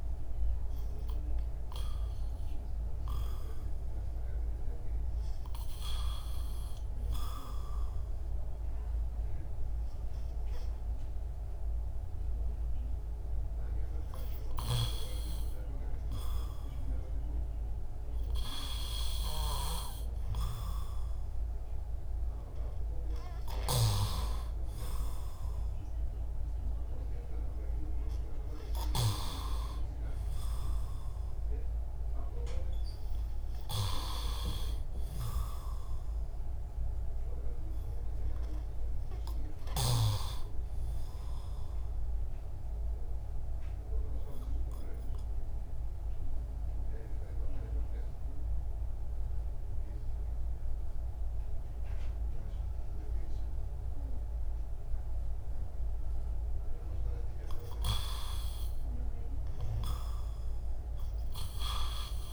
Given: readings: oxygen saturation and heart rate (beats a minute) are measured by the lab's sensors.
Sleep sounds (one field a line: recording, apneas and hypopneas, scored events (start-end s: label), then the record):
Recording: breathing in sleep by a room microphone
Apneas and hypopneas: 2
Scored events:
0.00-16.50 s: oxygen desaturation (device-marked, oxygen 92% lowest, heart rate 64 extreme)
7.00-17.50 s: hypopnea (oxygen 100% before, 92% lowest, heart rate 35 before, 64 extreme, up 12 after)
18.00-23.00 s: arousal
40.50-58.00 s: obstructive apnea (oxygen 97% before, 93% lowest, heart rate 75 before, 39 extreme, up 0 after)
60.00-62.33 s: arousal
From the record:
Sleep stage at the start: REM sleep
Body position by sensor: on the back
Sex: male